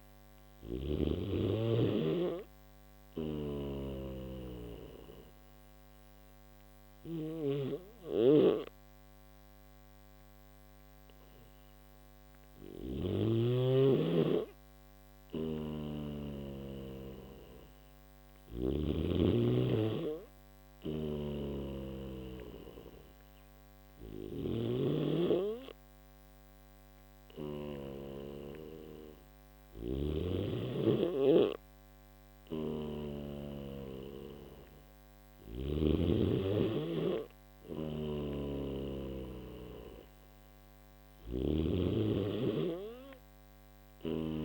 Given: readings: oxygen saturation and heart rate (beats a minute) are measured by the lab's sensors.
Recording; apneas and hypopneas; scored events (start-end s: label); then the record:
breathing in sleep by a microphone on the trachea; none
2.50-12.50 s: snoring (device-marked)
14.50-18.50 s: snoring (device-marked)
20.50-35.50 s: snoring (device-marked)
37.50-44.45 s: snoring (device-marked)
From the record:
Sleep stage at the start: N1 (lightest sleep); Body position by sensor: on the back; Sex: male